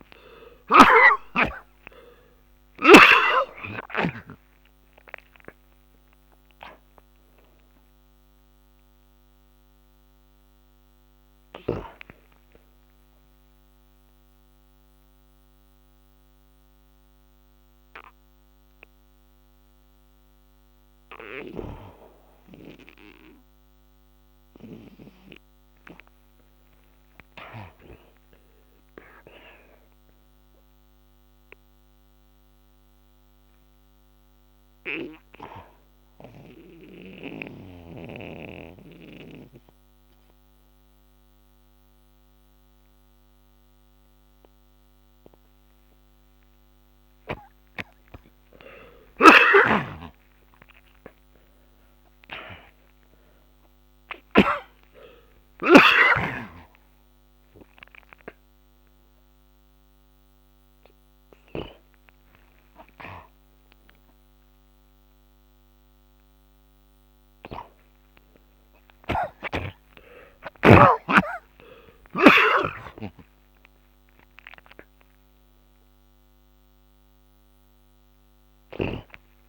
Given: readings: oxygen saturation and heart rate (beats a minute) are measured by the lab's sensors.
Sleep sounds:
a person partly awake in a sleep study, by a microphone on the trachea; 1
0.00-3.50 s: snoring (device-marked)
0.50-5.50 s: arousal
13.50-26.50 s: oxygen desaturation (device-marked, oxygen 96% before, 77% lowest, heart rate 65 before, 55 extreme)
27.00-31.50 s: arousal
33.50-48.50 s: obstructive apnea (oxygen 97% before, 72% lowest, heart rate 66 before, 55 extreme, up 57 after)
37.50-50.50 s: oxygen desaturation (device-marked, oxygen 97% before, 89% lowest, heart rate 68 before, 55 extreme)
49.50-55.00 s: snoring (device-marked)
51.50-79.49 s: new sleep stage, awake
62.50-75.50 s: oxygen desaturation (device-marked, oxygen 94% before, 72% lowest, heart rate 83 before, 64 extreme)
From the record:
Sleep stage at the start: N2 (light sleep); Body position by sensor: on the back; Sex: male

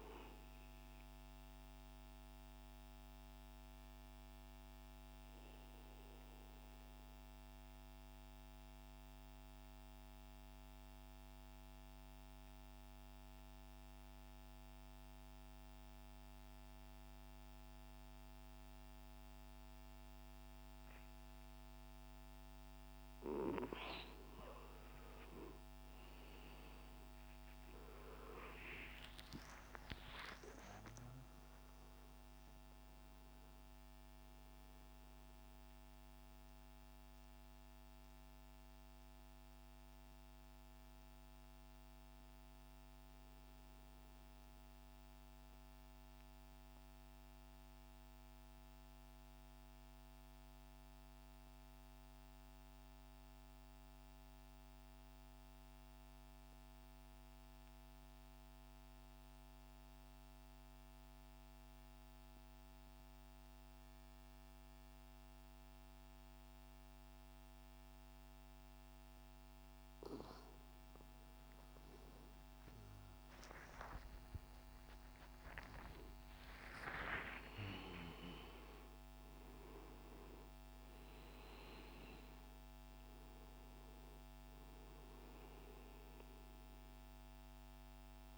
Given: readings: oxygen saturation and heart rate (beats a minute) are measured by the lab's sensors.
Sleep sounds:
breathing in sleep by a microphone on the trachea; 2
0.00-11.00 s: oxygen desaturation (device-marked, oxygen 82% lowest, heart rate 58 extreme)
2.00-23.00 s: mixed apnea (oxygen 94% before, 82% lowest, heart rate 92 before, 60 extreme, up 30 after)
27.00-32.00 s: arousal
44.00-69.00 s: central apnea (oxygen 99% before, 91% lowest, heart rate 78 before, 58 extreme, up 10 after)
63.00-88.38 s: oxygen desaturation (device-marked, oxygen 99% before, 91% lowest, heart rate 64 before, 58 extreme)
73.50-78.50 s: arousal
From the record:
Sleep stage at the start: N2 (light sleep); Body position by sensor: on the right side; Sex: male

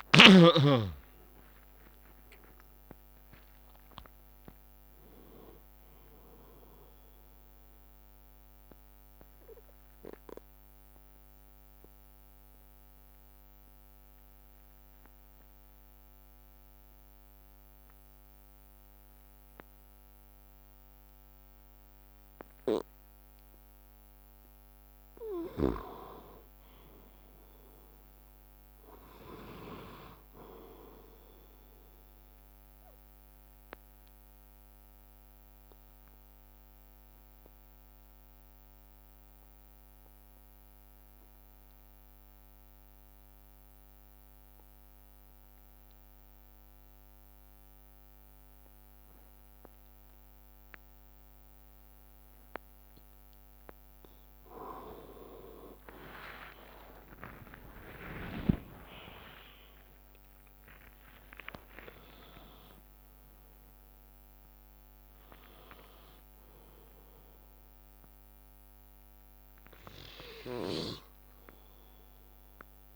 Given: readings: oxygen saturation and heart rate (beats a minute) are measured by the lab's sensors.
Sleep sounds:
breathing in sleep by a microphone on the trachea; 2
0.00-3.00 s: arousal
0.00-11.00 s: drop in pulse transit time (device-marked, heart rate 65 extreme)
0.00-12.00 s: oxygen desaturation (device-marked, oxygen 91% lowest, heart rate 55 extreme)
8.50-24.50 s: obstructive apnea (oxygen 95% before, 91% lowest, heart rate 70 before, 55 extreme, up 10 after)
9.00-20.00 s: bradycardia (device-marked, heart rate 70 before, 55 extreme)
28.00-31.00 s: arousal
32.00-48.00 s: oxygen desaturation (device-marked, oxygen 98% before, 93% lowest, heart rate 60 before, 56 extreme)
33.00-52.00 s: bradycardia (device-marked, heart rate 70 before, 56 extreme)
33.50-52.50 s: obstructive apnea (oxygen 98% before, 91% lowest, heart rate 60 before, 53 extreme, up 29 after)
56.00-61.50 s: arousal
56.00-70.00 s: drop in pulse transit time (device-marked, heart rate 58 before, 61 extreme)
58.00-72.96 s: oxygen desaturation (device-marked, oxygen 97% before, 91% lowest, heart rate 58 before, 53 extreme)
59.00-61.00 s: long interval between heartbeats (device-marked, heart rate 58 before, 77 extreme)
59.00-64.00 s: tachycardia (device-marked, heart rate 70 before, 116 extreme)
61.50-63.50 s: long interval between heartbeats (device-marked, heart rate 61 before, 100 extreme)
68.00-72.96 s: bradycardia (device-marked, heart rate 70 before, 53 extreme)
From the record:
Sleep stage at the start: N2 (light sleep); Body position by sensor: on the back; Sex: male

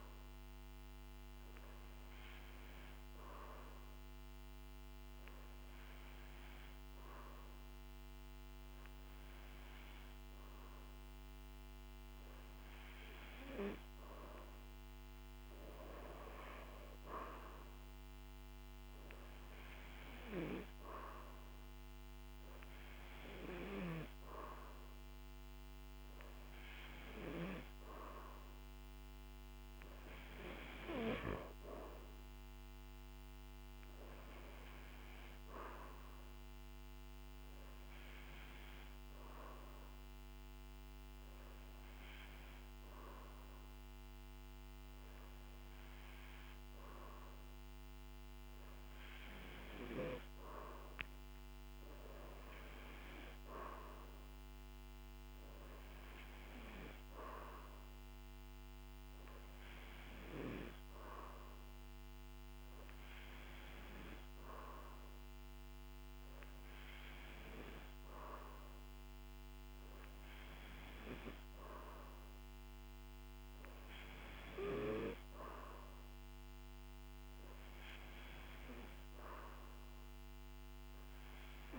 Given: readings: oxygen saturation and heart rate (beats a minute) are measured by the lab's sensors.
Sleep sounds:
breathing in sleep by a microphone on the trachea; none
none scored
From the record:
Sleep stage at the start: N2 (light sleep); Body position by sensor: on the back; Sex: male

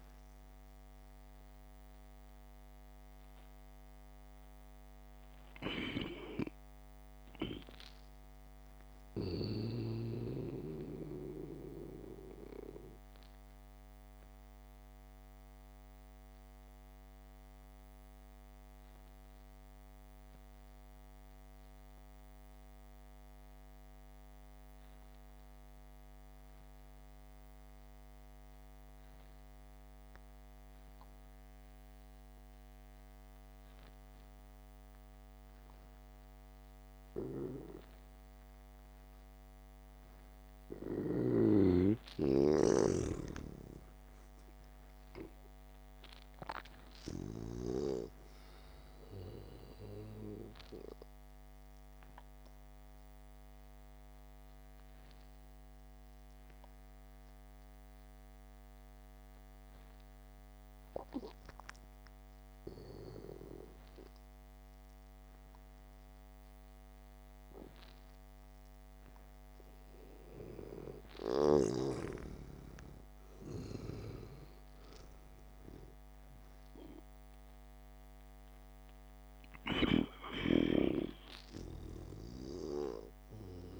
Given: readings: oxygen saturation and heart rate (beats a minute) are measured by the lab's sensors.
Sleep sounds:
breathing in sleep by a microphone on the trachea; 2
0.00-21.00 s: oxygen desaturation (device-marked, oxygen 87% lowest, heart rate 57 extreme)
13.00-40.00 s: mixed apnea (oxygen 97% before, 87% lowest, heart rate 63 before, 63 extreme, up 2 after)
40.00-68.00 s: oxygen desaturation (device-marked, oxygen 98% before, 90% lowest, heart rate 68 before, 54 extreme)
42.50-45.50 s: arousal
43.00-48.50 s: snoring (device-marked)
54.00-71.50 s: hypopnea (oxygen 99% before, 88% lowest, heart rate 66 before, 54 extreme, up 5 after)
73.00-76.50 s: arousal
From the record:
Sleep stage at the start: N2 (light sleep); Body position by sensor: on the back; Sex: male

